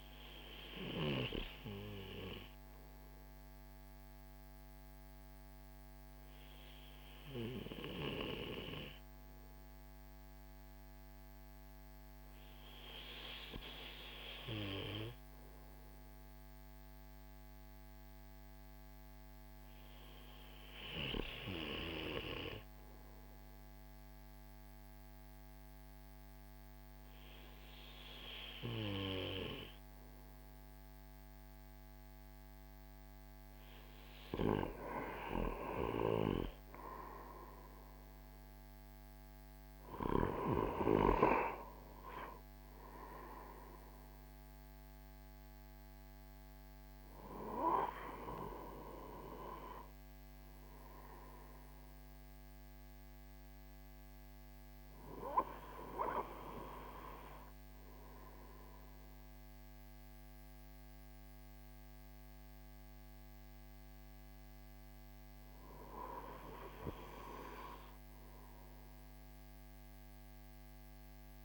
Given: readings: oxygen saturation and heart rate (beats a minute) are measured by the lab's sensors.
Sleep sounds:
breathing in sleep by a microphone on the trachea; none
0.00-12.50 s: oxygen desaturation (device-marked, oxygen 93% lowest)
40.50-45.00 s: arousal
From the record:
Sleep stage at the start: REM sleep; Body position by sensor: on the right side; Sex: male

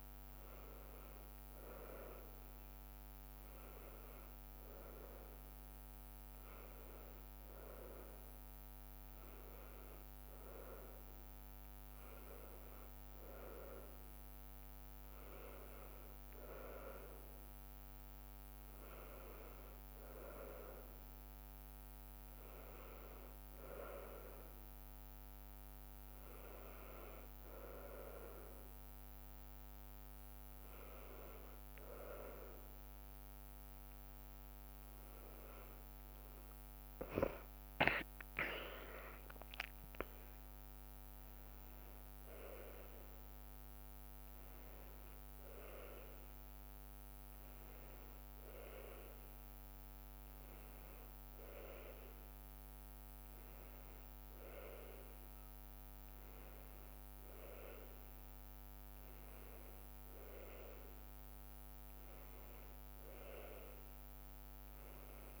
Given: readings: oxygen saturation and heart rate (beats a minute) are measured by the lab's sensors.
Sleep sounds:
breathing in sleep by a microphone on the trachea; none
38.50-51.50 s: drop in pulse transit time (device-marked, heart rate 76 before, 77 extreme)
From the record:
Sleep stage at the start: N2 (light sleep); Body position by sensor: on the right side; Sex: female

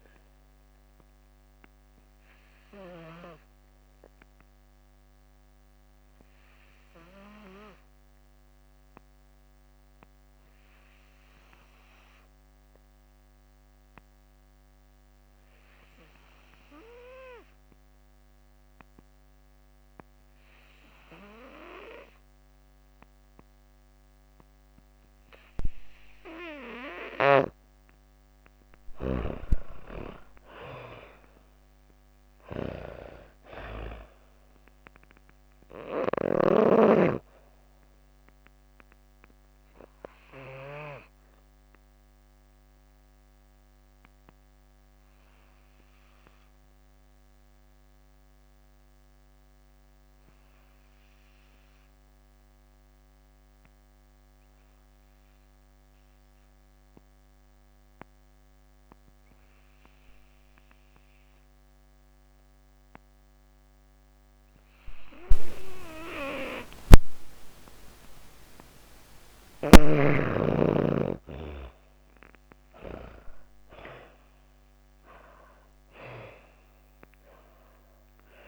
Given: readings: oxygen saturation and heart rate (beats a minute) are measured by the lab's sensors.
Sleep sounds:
breathing in sleep by a microphone on the trachea; 2
0.00-17.50 s: oxygen desaturation (device-marked, oxygen 84% lowest)
1.50-25.00 s: obstructive apnea (oxygen 97% before, 81% lowest)
23.50-60.50 s: oxygen desaturation (device-marked, oxygen 97% before, 81% lowest)
27.50-31.00 s: arousal
39.50-67.50 s: obstructive apnea (oxygen 97% before, 80% lowest)
71.00-76.00 s: arousal
72.50-78.48 s: oxygen desaturation (device-marked, oxygen 97% before, 80% lowest)
From the record:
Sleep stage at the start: N2 (light sleep); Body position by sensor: on the back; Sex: female

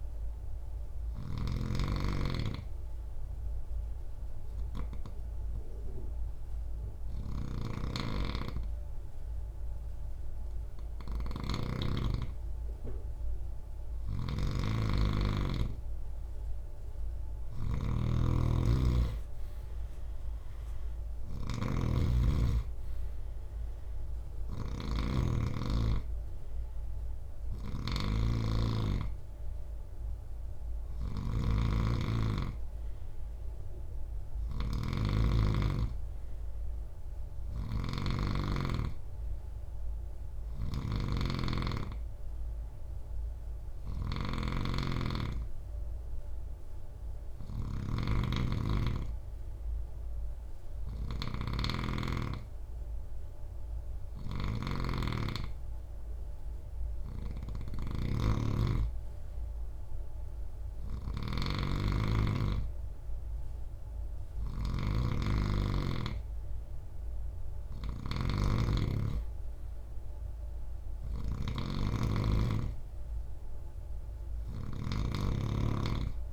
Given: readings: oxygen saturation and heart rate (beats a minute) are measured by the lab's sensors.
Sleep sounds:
breathing in sleep by a room microphone; 1
1.50-13.50 s: hypopnea (oxygen 94% before, 92% lowest, heart rate 69 before, 67 extreme, up 7 after)
6.50-11.00 s: snoring (device-marked)
13.00-76.33 s: snoring (device-marked)
15.50-19.00 s: arousal
From the record:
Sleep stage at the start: N3 (deep sleep); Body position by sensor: on the right side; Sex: male

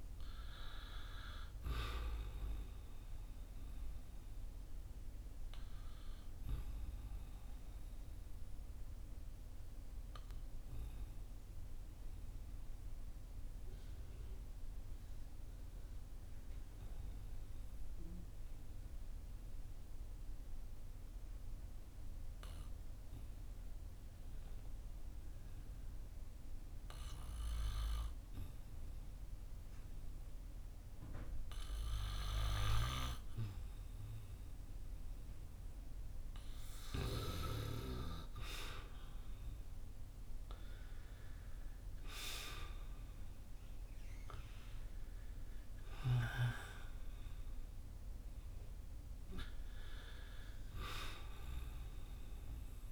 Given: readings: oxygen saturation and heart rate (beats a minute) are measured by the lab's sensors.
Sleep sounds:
breathing in sleep by a room microphone; 1
0.00-21.50 s: oxygen desaturation (device-marked, oxygen 90% lowest, heart rate 45 extreme)
3.50-37.00 s: obstructive apnea (oxygen 96% before, 90% lowest, heart rate 57 before, 45 extreme, up 10 after)
37.50-52.92 s: oxygen desaturation (device-marked, oxygen 97% before, 90% lowest, heart rate 52 before, 48 extreme)
38.50-43.50 s: arousal
From the record:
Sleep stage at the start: N2 (light sleep); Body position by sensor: on the back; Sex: male

